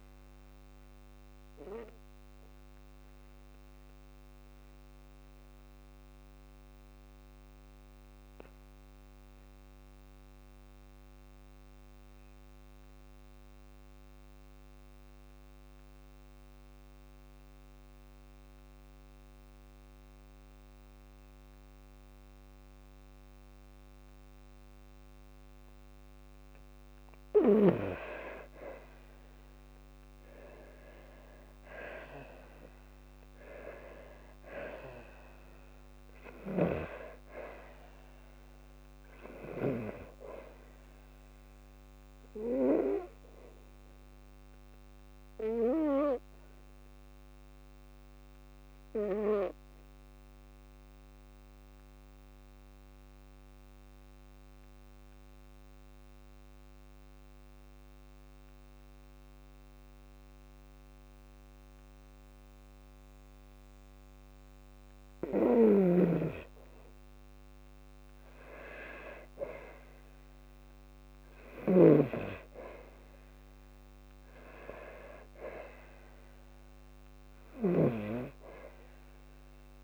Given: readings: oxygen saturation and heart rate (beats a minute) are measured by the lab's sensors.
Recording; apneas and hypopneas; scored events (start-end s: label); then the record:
breathing in sleep by a microphone on the trachea; 2
2.50-26.00 s: obstructive apnea (oxygen 98% before, 91% lowest, heart rate 59 before, 53 extreme, up 3 after)
9.00-24.00 s: oxygen desaturation (device-marked, oxygen 97% before, 92% lowest, heart rate 58 before, 54 extreme)
28.50-31.50 s: arousal
45.50-63.50 s: obstructive apnea (oxygen 98% before, 91% lowest, heart rate 57 before, 51 extreme, up 6 after)
50.00-68.00 s: oxygen desaturation (device-marked, oxygen 97% before, 91% lowest, heart rate 57 before, 51 extreme)
65.00-71.50 s: snoring (device-marked)
68.50-71.50 s: arousal
From the record:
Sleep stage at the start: N2 (light sleep); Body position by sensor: on the back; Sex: female